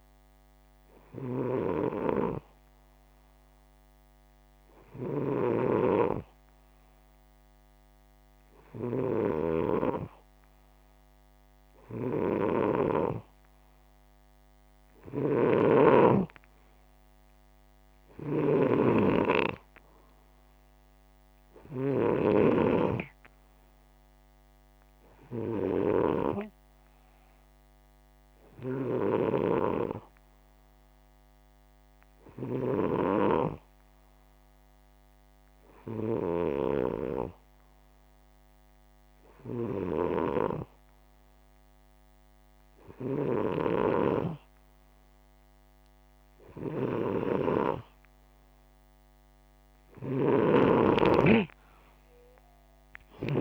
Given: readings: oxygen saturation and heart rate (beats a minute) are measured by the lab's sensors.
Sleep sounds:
breathing in sleep by a microphone on the trachea; none
0.50-12.50 s: snoring (device-marked)
14.50-21.50 s: snoring (device-marked)
14.50-27.50 s: oxygen desaturation (device-marked, oxygen 97% before, 93% lowest, heart rate 64 before, 62 extreme)
28.00-33.00 s: snoring (device-marked)
42.50-53.41 s: snoring (device-marked)
From the record:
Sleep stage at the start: N2 (light sleep); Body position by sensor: upright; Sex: male

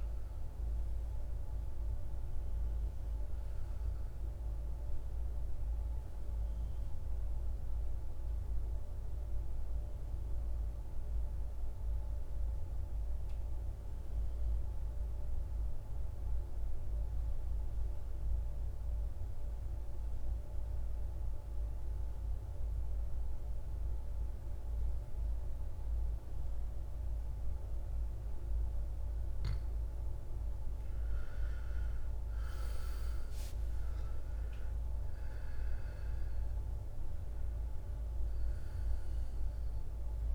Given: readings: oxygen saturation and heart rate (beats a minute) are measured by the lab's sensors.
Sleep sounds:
breathing in sleep, hard to hear, by a room microphone; 1
0.00-18.50 s: oxygen desaturation (device-marked, oxygen 86% lowest, heart rate 56 extreme)
7.50-28.50 s: mixed apnea (oxygen 97% before, 85% lowest, heart rate 64 before, 56 extreme, up 10 after)
30.50-40.34 s: oxygen desaturation (device-marked, oxygen 98% before, 85% lowest, heart rate 59 before, 53 extreme)
32.50-35.50 s: arousal
From the record:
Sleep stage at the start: N2 (light sleep); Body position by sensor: on the back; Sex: male

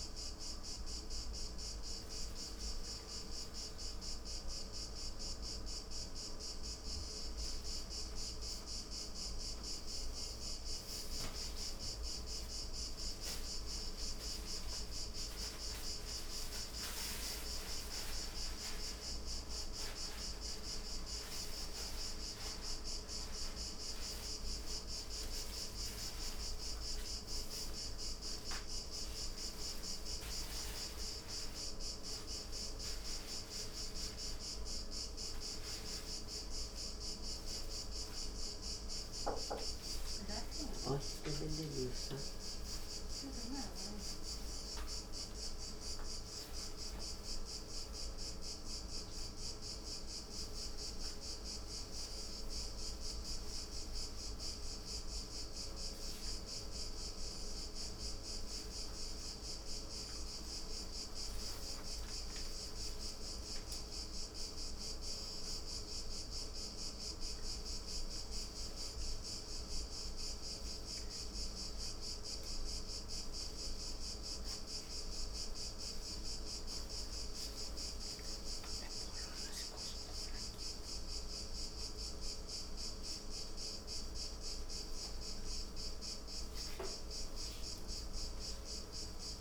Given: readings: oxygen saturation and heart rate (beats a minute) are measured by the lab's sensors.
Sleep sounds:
a person awake in a sleep study, hard to hear, by a room microphone; none
40.00-51.00 s: oxygen desaturation (device-marked, oxygen 97% before, 93% lowest)
From the record:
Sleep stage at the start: awake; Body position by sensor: upright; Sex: female

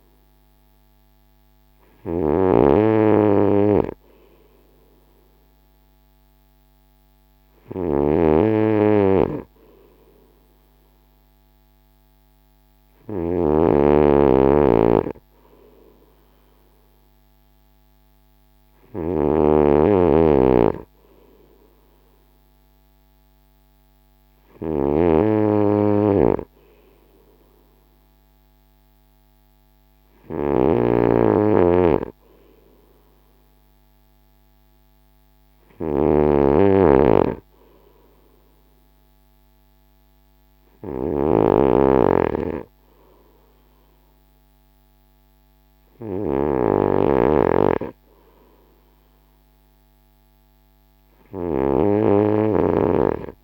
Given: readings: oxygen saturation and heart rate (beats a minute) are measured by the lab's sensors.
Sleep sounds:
breathing in sleep by a microphone on the trachea; none
0.00-53.44 s: snoring (device-marked)
From the record:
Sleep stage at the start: N2 (light sleep); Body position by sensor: on the front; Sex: male

